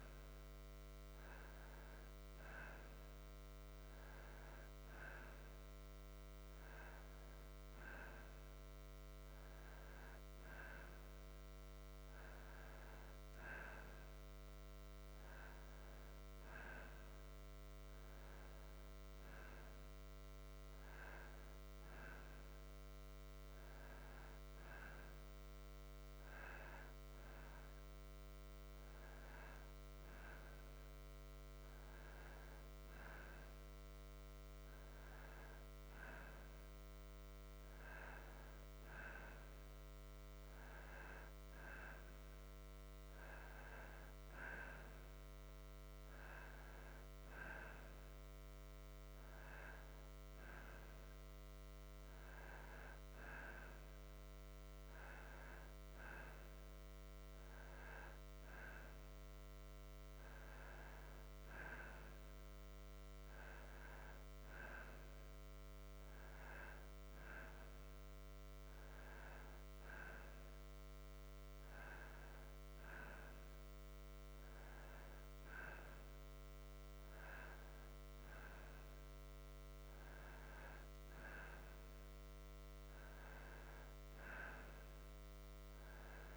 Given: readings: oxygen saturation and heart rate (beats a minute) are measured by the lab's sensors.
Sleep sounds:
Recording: breathing in sleep by a microphone on the trachea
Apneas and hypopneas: none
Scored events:
none scored
From the record:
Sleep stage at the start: N2 (light sleep)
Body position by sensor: on the back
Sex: male

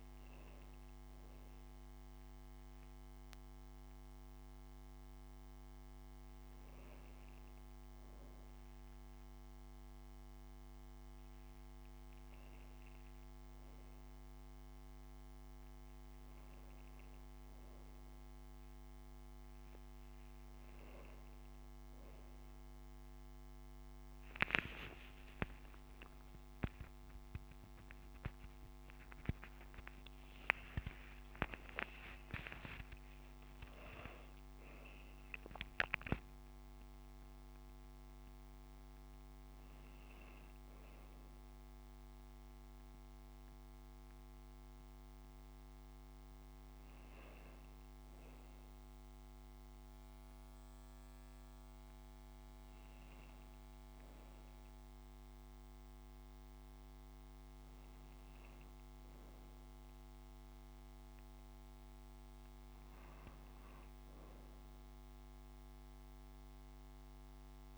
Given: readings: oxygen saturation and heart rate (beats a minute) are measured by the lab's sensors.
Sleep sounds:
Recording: breathing in sleep by a microphone on the trachea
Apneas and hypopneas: none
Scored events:
24.00-31.00 s: arousal
24.50-26.50 s: long interval between heartbeats (device-marked)
From the record:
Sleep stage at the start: N2 (light sleep)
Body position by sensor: on the right side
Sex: female

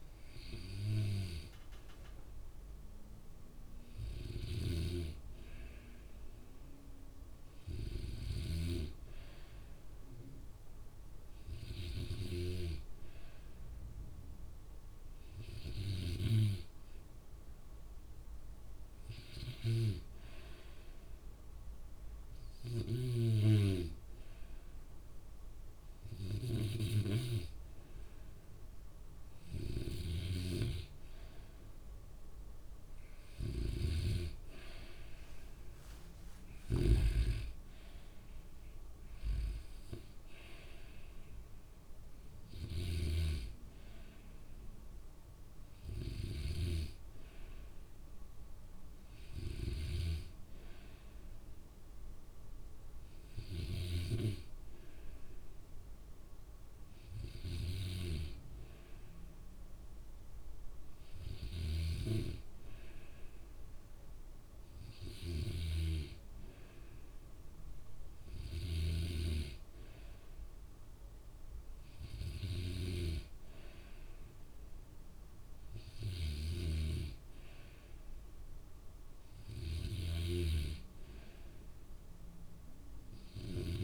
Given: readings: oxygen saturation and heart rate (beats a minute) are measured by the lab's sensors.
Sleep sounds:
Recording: breathing in sleep by a room microphone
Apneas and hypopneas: 1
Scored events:
4.50-9.00 s: snoring (device-marked)
20.00-31.00 s: hypopnea (oxygen 96% before, 93% lowest, heart rate 65 before, 61 extreme, up 2 after)
30.00-37.00 s: snoring (device-marked)
34.00-37.50 s: arousal
61.50-83.84 s: snoring (device-marked)
From the record:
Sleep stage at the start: N2 (light sleep)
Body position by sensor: on the back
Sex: male

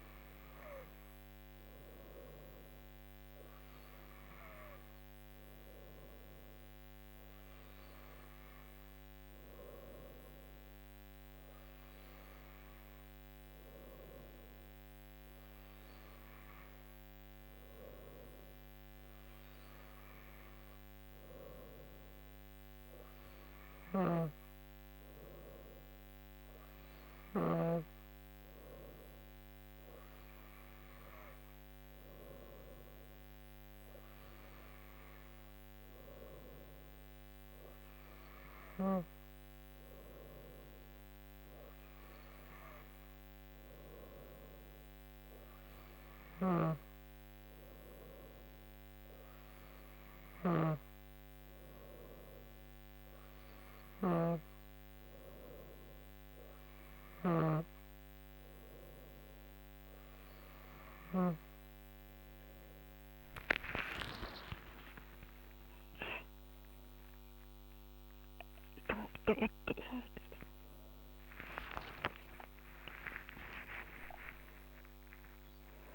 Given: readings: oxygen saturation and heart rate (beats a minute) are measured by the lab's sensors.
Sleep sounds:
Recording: breathing in sleep by a microphone on the trachea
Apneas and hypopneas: none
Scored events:
67.50-75.95 s: new sleep stage, awake
From the record:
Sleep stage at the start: N2 (light sleep)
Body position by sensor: on the right side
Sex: female

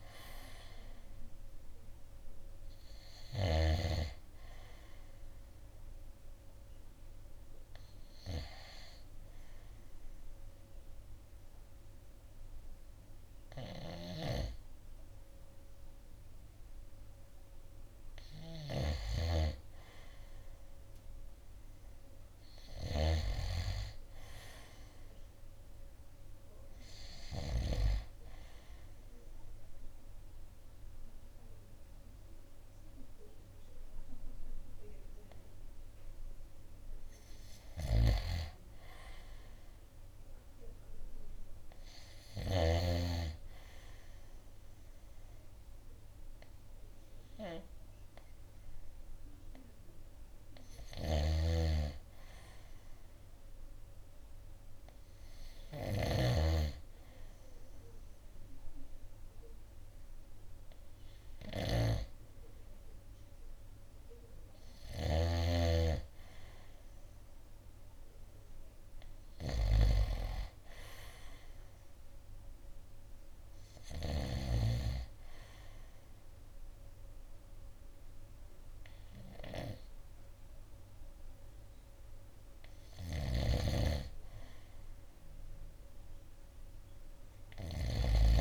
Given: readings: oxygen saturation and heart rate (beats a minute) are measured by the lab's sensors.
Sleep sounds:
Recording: breathing in sleep by a room microphone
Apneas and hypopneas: 1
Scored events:
0.00-1.00 s: arousal
8.00-19.00 s: oxygen desaturation (device-marked, oxygen 93% before, 89% lowest, heart rate 68 before, 63 extreme)
14.00-23.50 s: snoring (device-marked)
28.50-38.50 s: obstructive apnea (oxygen 95% before, 90% lowest, heart rate 65 before, 63 extreme, up 5 after)
31.00-44.00 s: oxygen desaturation (device-marked, oxygen 95% before, 90% lowest, heart rate 65 before, 62 extreme)
38.00-43.00 s: snoring (device-marked)
42.00-46.50 s: arousal
50.00-58.00 s: oxygen desaturation (device-marked, oxygen 95% before, 91% lowest, heart rate 66 before, 62 extreme)
51.00-74.50 s: snoring (device-marked)
65.00-69.00 s: oxygen desaturation (device-marked, oxygen 94% before, 91% lowest, heart rate 65 before, 64 extreme)
77.00-88.00 s: oxygen desaturation (device-marked, oxygen 93% before, 90% lowest, heart rate 65 before, 64 extreme)
83.00-88.41 s: snoring (device-marked)
From the record:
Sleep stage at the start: N2 (light sleep)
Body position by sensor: on the right side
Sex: male

